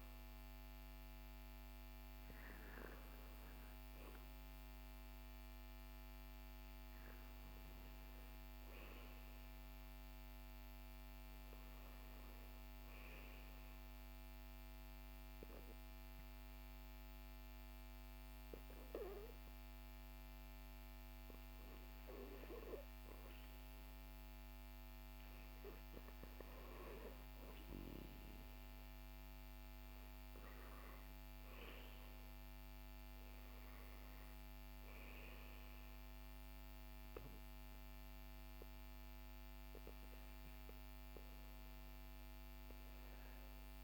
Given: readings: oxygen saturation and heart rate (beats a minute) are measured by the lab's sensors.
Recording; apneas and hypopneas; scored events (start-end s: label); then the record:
breathing in sleep, hard to hear, by a microphone on the trachea; 1
13.00-24.50 s: obstructive apnea (oxygen 97% before, 94% lowest, heart rate 61 before, 60 extreme, up 2 after)
26.50-31.00 s: arousal
From the record:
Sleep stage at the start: REM sleep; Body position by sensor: on the back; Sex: male